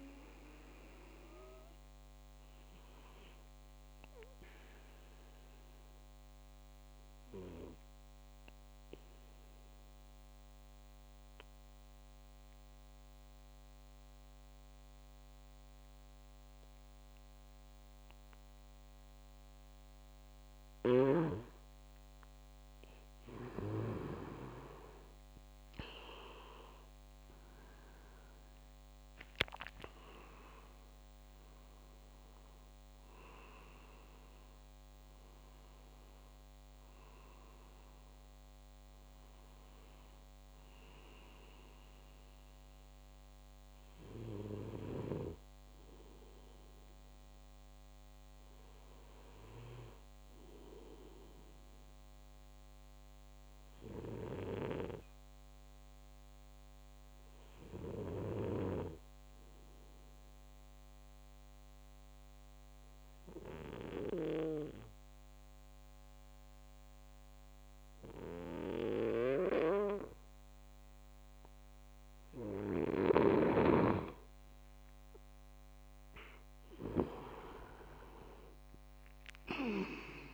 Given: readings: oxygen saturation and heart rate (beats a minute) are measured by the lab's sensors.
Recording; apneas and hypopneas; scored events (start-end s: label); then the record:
breathing in sleep by a microphone on the trachea; 2
0.00-12.50 s: oxygen desaturation (device-marked, oxygen 92% lowest)
5.50-21.50 s: obstructive apnea (oxygen 97% before, 91% lowest)
26.00-30.50 s: arousal
30.50-60.50 s: oxygen desaturation (device-marked, oxygen 97% before, 91% lowest)
52.50-73.00 s: obstructive apnea (oxygen 97% before, 91% lowest)
75.50-79.50 s: arousal
From the record:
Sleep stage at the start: N2 (light sleep); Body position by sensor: on the back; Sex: male